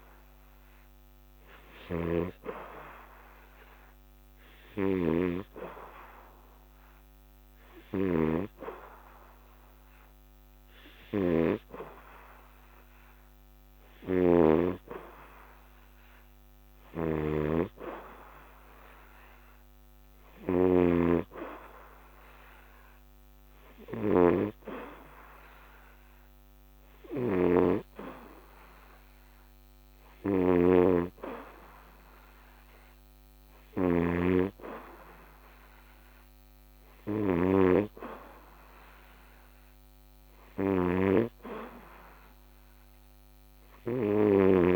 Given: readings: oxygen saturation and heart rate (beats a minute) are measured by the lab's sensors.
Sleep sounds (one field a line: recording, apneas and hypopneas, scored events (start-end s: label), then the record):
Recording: breathing in sleep by a microphone on the trachea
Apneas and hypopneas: none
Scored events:
none scored
From the record:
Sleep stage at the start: N2 (light sleep)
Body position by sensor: on the back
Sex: male